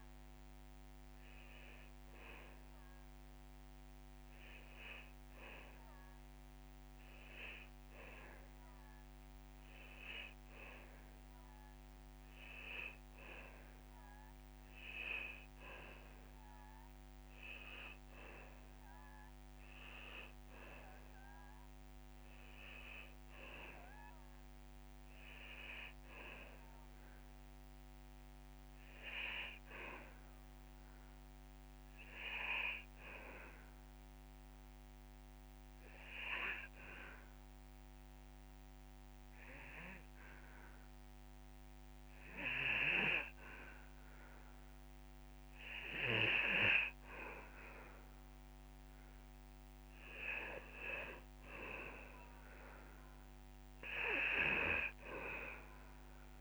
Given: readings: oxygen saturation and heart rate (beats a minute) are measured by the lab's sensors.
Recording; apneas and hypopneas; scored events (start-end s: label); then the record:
breathing in sleep by a microphone on the trachea; 1
0.00-6.50 s: oxygen desaturation (device-marked, oxygen 92% lowest)
37.00-47.50 s: obstructive apnea (oxygen 98% before, 92% lowest)
50.50-53.50 s: arousal
53.50-56.41 s: oxygen desaturation (device-marked, oxygen 97% before, 92% lowest)
From the record:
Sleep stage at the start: N2 (light sleep); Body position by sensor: on the back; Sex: male